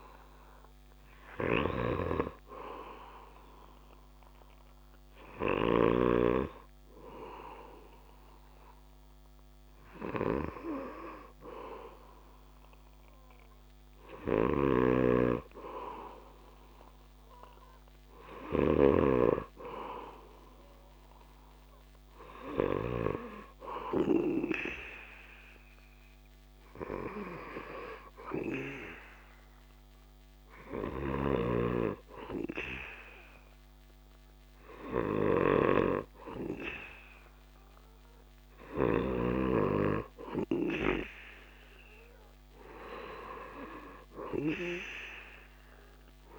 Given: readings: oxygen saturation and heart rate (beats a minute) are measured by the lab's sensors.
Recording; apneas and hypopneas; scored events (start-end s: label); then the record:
breathing in sleep by a microphone on the trachea; 1
1.00-5.50 s: snoring (device-marked)
1.00-19.00 s: oxygen desaturation (device-marked, oxygen 99% before, 96% lowest)
1.50-11.50 s: hypopnea (oxygen 100% before, 96% lowest)
13.50-16.50 s: arousal
14.00-22.50 s: snoring (device-marked)
From the record:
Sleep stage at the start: N2 (light sleep); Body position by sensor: on the back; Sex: male